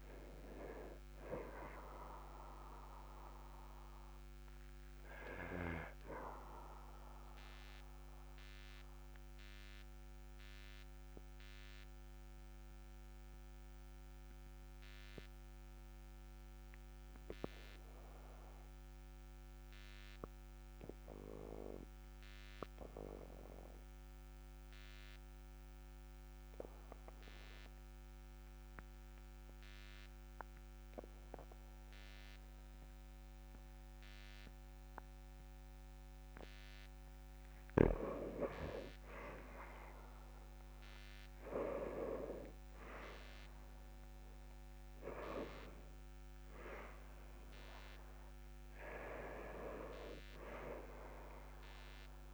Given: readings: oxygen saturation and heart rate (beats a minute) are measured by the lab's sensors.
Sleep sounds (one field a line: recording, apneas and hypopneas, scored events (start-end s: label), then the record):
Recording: breathing in sleep by a microphone on the trachea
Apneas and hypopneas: 1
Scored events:
1.00-22.00 s: oxygen desaturation (device-marked, oxygen 97% before, 93% lowest, heart rate 48 before, 35 extreme)
2.50-36.50 s: obstructive apnea (oxygen 98% before, 93% lowest, heart rate 48 before, 35 extreme, up 12 after)
38.50-43.50 s: arousal
From the record:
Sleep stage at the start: N2 (light sleep)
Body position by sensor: on the back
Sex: male